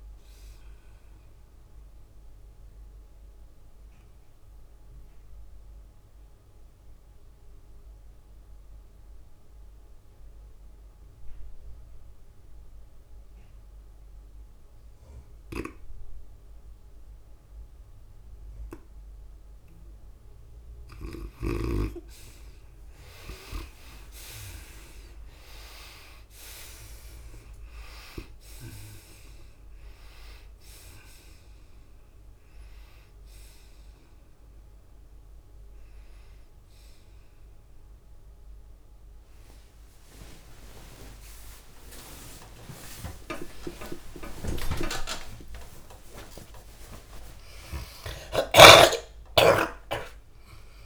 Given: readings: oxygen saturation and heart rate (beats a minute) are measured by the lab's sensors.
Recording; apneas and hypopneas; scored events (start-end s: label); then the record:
a person partly awake in a sleep study, by a room microphone; 1
0.00-9.50 s: tachycardia (device-marked, heart rate 109 extreme)
4.50-20.50 s: obstructive apnea (oxygen 98% before, 80% lowest, heart rate 106 before, 98 extreme, up 4 after)
15.50-42.50 s: oxygen desaturation (device-marked, oxygen 95% before, 80% lowest, heart rate 103 before, 98 extreme)
22.50-50.86 s: tachycardia (device-marked, heart rate 103 before, 180 extreme)
25.50-37.50 s: drop in pulse transit time (device-marked, heart rate 100 before, 101 extreme)
36.50-50.86 s: new sleep stage, awake
41.00-43.00 s: long interval between heartbeats (device-marked, heart rate 104 before, 115 extreme)
45.50-47.50 s: long interval between heartbeats (device-marked, heart rate 111 before, 159 extreme)
From the record:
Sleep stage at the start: N2 (light sleep); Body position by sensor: on the right side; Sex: female